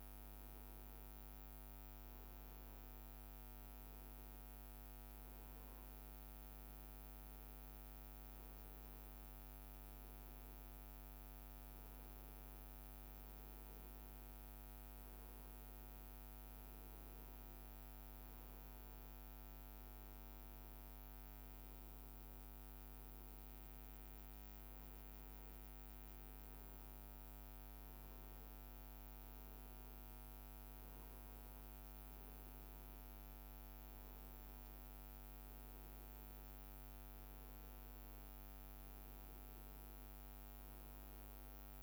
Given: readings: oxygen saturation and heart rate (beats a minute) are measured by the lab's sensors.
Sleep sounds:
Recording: breathing in sleep, hard to hear, by a microphone on the trachea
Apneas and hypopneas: none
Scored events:
none scored
From the record:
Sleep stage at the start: N1 (lightest sleep)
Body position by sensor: on the right side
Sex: male

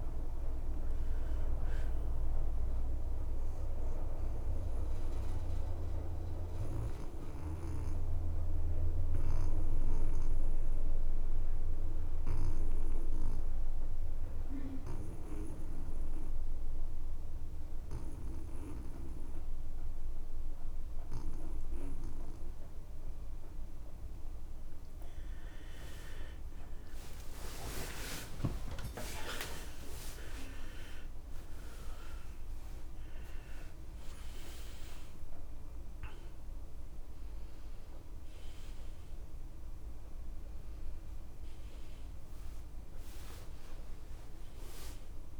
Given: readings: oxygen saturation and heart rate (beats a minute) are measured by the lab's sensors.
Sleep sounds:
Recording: breathing in sleep by a room microphone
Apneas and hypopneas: 1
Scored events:
0.00-2.50 s: arousal
6.00-24.50 s: mixed apnea (oxygen 96% before, 88% lowest)
8.00-26.00 s: oxygen desaturation (device-marked, oxygen 96% before, 90% lowest)
24.00-27.00 s: tachycardia (device-marked)
24.00-45.40 s: new sleep stage, N1 (lightest sleep)
27.00-31.00 s: arousal
27.50-29.50 s: long interval between heartbeats (device-marked)
35.00-45.40 s: oxygen desaturation (device-marked, oxygen 95% before, 88% lowest)
From the record:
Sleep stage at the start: N2 (light sleep)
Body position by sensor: on the back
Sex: male

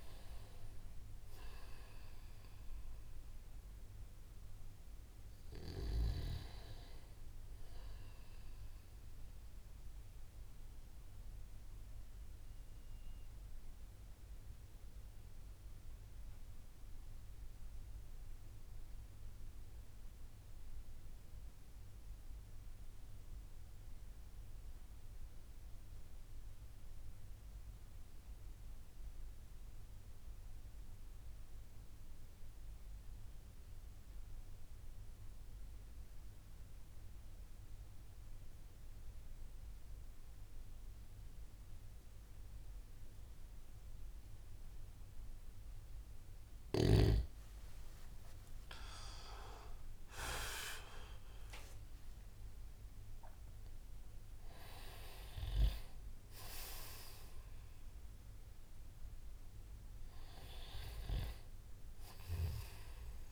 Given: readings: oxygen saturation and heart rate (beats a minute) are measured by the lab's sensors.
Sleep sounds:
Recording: breathing in sleep by a room microphone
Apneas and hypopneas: 1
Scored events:
8.50-46.50 s: mixed apnea (oxygen 97% before, 91% lowest)
37.50-63.32 s: oxygen desaturation (device-marked, oxygen 98% before, 91% lowest)
48.00-53.00 s: arousal
From the record:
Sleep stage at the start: N2 (light sleep)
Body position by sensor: on the back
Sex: male

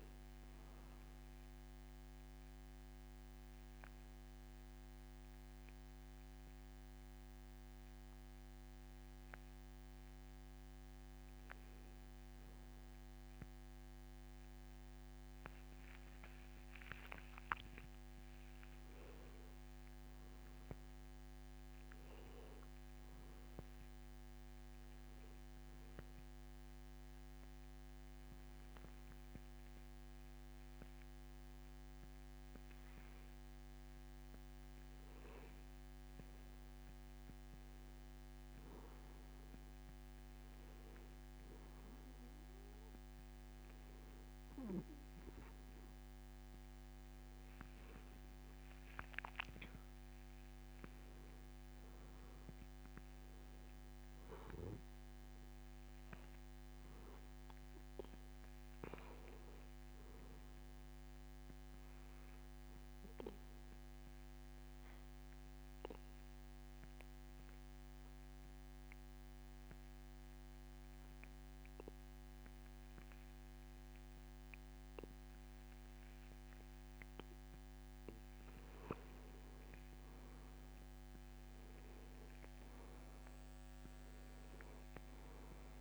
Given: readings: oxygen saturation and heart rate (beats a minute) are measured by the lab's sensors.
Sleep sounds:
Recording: breathing in sleep, hard to hear, by a microphone on the trachea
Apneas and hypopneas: 2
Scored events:
2.50-13.00 s: hypopnea (oxygen 97% before, 94% lowest)
15.00-18.50 s: arousal
23.50-85.81 s: new sleep stage, N2 (light sleep)
48.50-52.00 s: arousal
64.00-77.50 s: obstructive apnea (oxygen 95% before, 90% lowest)
80.00-85.00 s: arousal
81.50-85.81 s: oxygen desaturation (device-marked, oxygen 94% before, 90% lowest)
From the record:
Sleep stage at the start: N1 (lightest sleep)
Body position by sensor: on the back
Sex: male

